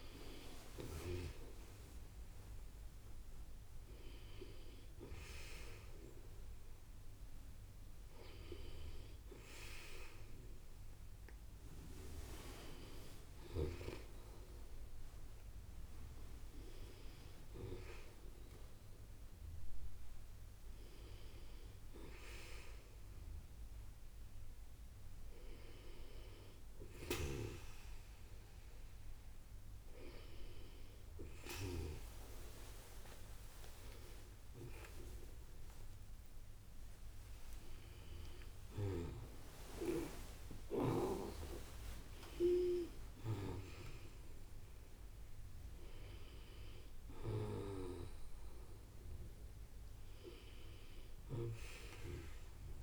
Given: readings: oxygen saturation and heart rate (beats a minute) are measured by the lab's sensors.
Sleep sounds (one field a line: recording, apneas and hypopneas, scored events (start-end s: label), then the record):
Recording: breathing in sleep by a room microphone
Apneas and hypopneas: none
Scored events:
34.50-41.50 s: arousal
From the record:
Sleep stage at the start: N1 (lightest sleep)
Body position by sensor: on the back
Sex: female